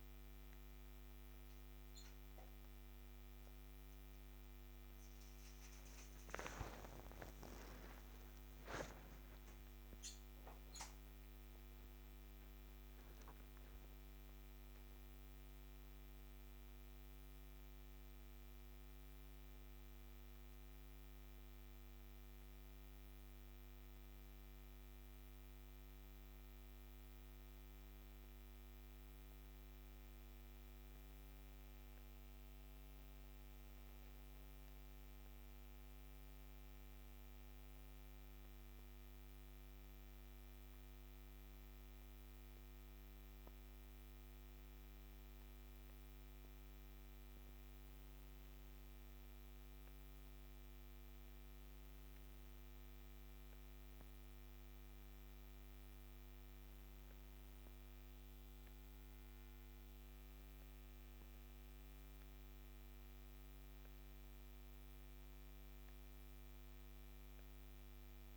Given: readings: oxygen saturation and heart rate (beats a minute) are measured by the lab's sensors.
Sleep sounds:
a person awake in a sleep study, hard to hear, by a microphone on the trachea; none
none scored
From the record:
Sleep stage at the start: awake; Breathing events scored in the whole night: 86 in 5.5 hours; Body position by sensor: on the back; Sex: female

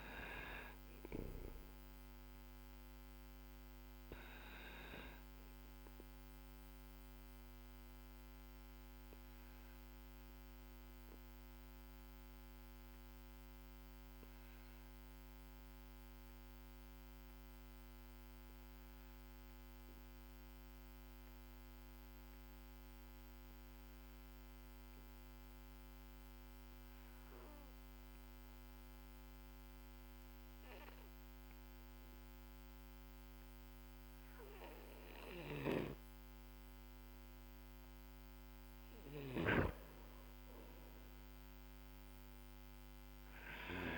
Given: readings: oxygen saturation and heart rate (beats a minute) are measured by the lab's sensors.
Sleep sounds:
breathing in sleep by a microphone on the trachea; 1
10.50-38.00 s: mixed apnea (oxygen 97% before, 93% lowest, heart rate 50 before, 47 extreme, up 12 after)
38.00-43.98 s: oxygen desaturation (device-marked, oxygen 98% before, 93% lowest, heart rate 56 before, 47 extreme)
38.50-43.98 s: snoring (device-marked)
39.50-43.50 s: arousal
From the record:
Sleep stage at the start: N2 (light sleep); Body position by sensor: on the back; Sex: male

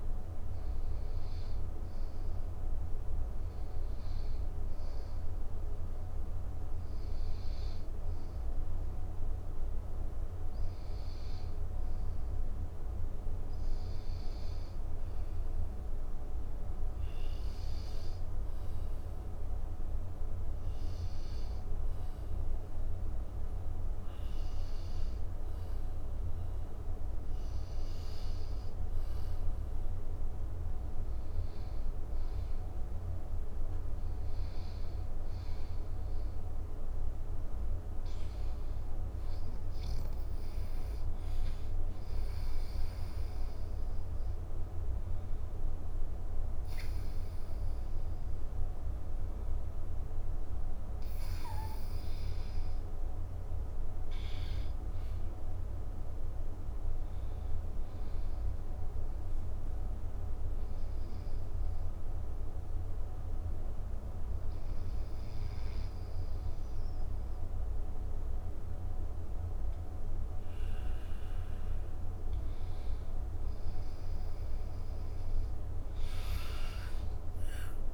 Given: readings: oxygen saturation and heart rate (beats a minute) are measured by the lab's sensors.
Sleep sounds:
breathing in sleep, hard to hear, by a room microphone; 1
2.00-77.94 s: new sleep stage, N2 (light sleep)
14.00-29.00 s: hypopnea (oxygen 95% before, 94% lowest, heart rate 63 before, 57 extreme, up 18 after)
32.00-37.00 s: arousal
75.50-77.94 s: arousal
From the record:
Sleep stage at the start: N1 (lightest sleep); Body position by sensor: on the back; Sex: male

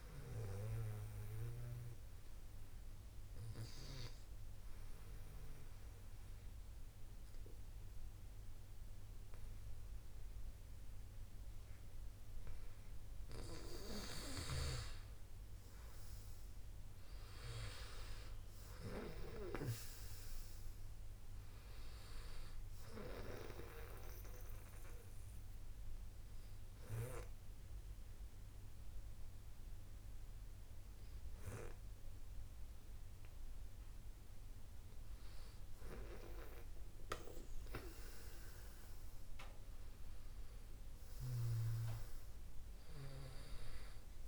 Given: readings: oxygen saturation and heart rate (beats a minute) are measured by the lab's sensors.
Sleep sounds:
breathing in sleep by a room microphone; 2
0.00-12.50 s: oxygen desaturation (device-marked, oxygen 93% lowest)
0.50-13.00 s: obstructive apnea (oxygen 98% before, 91% lowest, heart rate 33 before, 38 extreme, up 56 after)
14.50-37.50 s: oxygen desaturation (device-marked, oxygen 98% before, 91% lowest, heart rate 80 before, 38 extreme)
15.50-20.00 s: arousal
24.00-34.50 s: obstructive apnea (oxygen 98% before, 91% lowest, heart rate 76 before, 51 extreme, up 20 after)
38.50-42.50 s: arousal
From the record:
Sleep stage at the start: N2 (light sleep); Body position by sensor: on the back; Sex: male

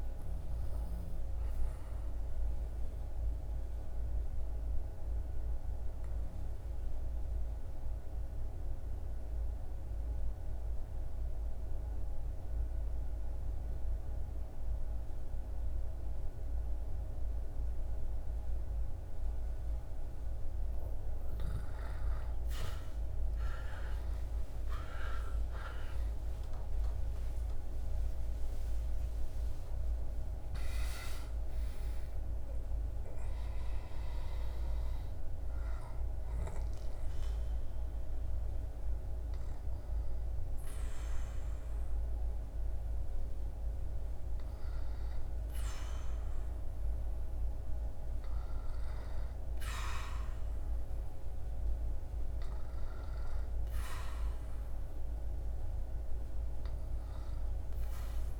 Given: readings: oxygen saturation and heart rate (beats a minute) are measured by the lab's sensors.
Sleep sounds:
breathing in sleep, hard to hear, by a room microphone; 2
1.00-20.50 s: obstructive apnea (oxygen 98% before, 87% lowest, heart rate 74 before, 66 extreme)
21.00-26.00 s: arousal
28.00-50.00 s: oxygen desaturation (device-marked, oxygen 96% before, 87% lowest, heart rate 83 before, 67 extreme)
33.50-44.00 s: obstructive apnea (oxygen 96% before, 87% lowest, heart rate 98 before, 67 extreme, up 9 after)
46.00-51.50 s: arousal
From the record:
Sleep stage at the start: N2 (light sleep); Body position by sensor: on the back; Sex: male

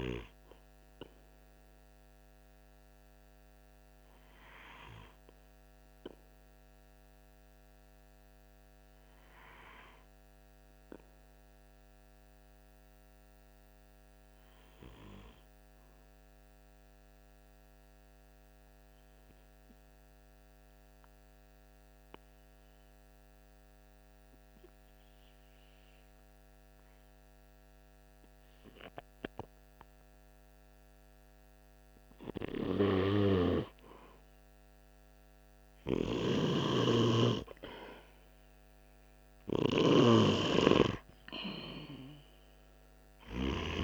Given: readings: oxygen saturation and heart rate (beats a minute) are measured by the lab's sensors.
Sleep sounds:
breathing in sleep by a microphone on the trachea; 1
0.00-18.50 s: oxygen desaturation (device-marked, oxygen 91% lowest, heart rate 43 extreme)
9.50-31.50 s: obstructive apnea (oxygen 97% before, 92% lowest, heart rate 47 before, 45 extreme, up 0 after)
33.00-36.50 s: arousal
38.50-43.84 s: oxygen desaturation (device-marked, oxygen 97% before, 92% lowest, heart rate 47 before, 45 extreme)
From the record:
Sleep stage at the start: N2 (light sleep); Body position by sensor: on the right side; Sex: male

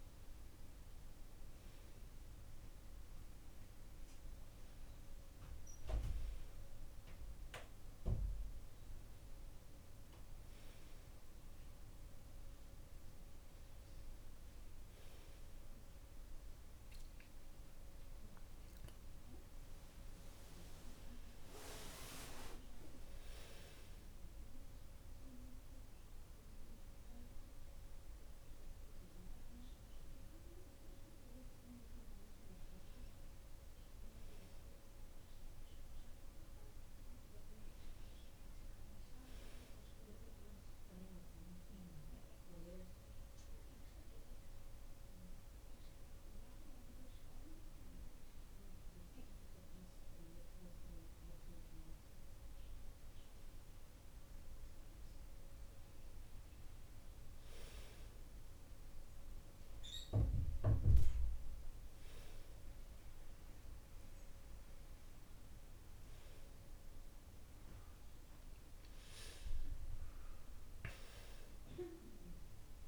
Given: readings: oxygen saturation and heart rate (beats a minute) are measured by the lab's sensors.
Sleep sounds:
breathing in sleep by a room microphone; none
16.50-20.00 s: arousal
From the record:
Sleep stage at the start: N2 (light sleep); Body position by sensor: on the back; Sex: male

